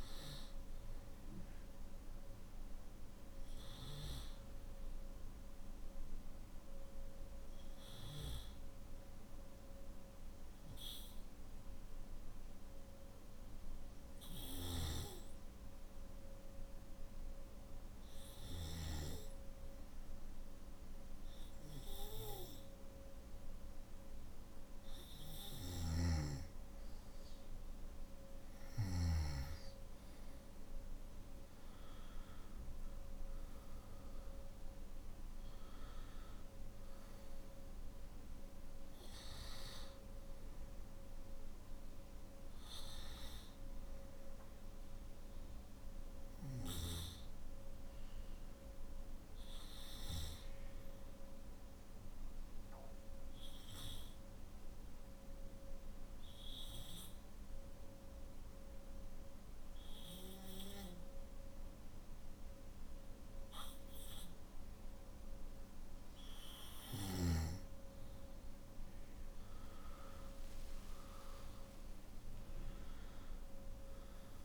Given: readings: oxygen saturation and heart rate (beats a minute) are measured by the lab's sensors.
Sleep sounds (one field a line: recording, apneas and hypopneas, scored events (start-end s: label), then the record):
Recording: breathing in sleep by a room microphone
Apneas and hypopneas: 2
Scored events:
0.00-15.00 s: oxygen desaturation (device-marked, oxygen 93% lowest, heart rate 50 extreme)
9.00-25.00 s: hypopnea (oxygen 97% before, 93% lowest, heart rate 56 before, 52 extreme, up 10 after)
28.00-58.00 s: oxygen desaturation (device-marked, oxygen 98% before, 94% lowest, heart rate 53 before, 51 extreme)
54.50-67.50 s: obstructive apnea (oxygen 97% before, 93% lowest, heart rate 55 before, 51 extreme, up 13 after)
71.00-74.45 s: oxygen desaturation (device-marked, oxygen 98% before, 93% lowest, heart rate 55 before, 51 extreme)
From the record:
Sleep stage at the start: N1 (lightest sleep)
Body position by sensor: on the back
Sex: male